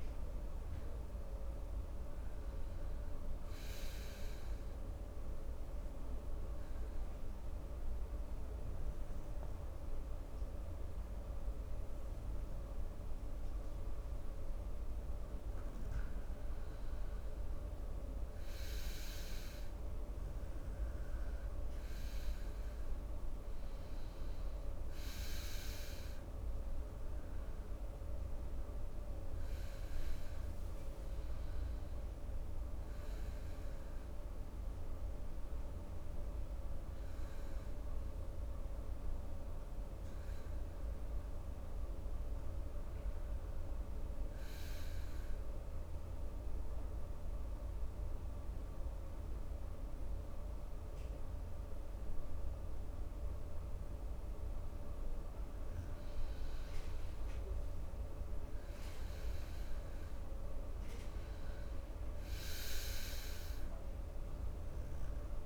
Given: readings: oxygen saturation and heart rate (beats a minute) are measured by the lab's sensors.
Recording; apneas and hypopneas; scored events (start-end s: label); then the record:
breathing in sleep, hard to hear, by a room microphone; 2
5.50-16.50 s: obstructive apnea (oxygen 96% before, 93% lowest, heart rate 64 before, 63 extreme, up 5 after)
18.50-21.50 s: arousal
26.50-35.50 s: oxygen desaturation (device-marked, oxygen 96% before, 93% lowest, heart rate 65 before, 66 extreme)
45.50-55.50 s: obstructive apnea (oxygen 96% before, 94% lowest, heart rate 67 before, 64 extreme, up 7 after)
58.00-62.00 s: arousal
From the record:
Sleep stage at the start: N2 (light sleep); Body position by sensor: on the right side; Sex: male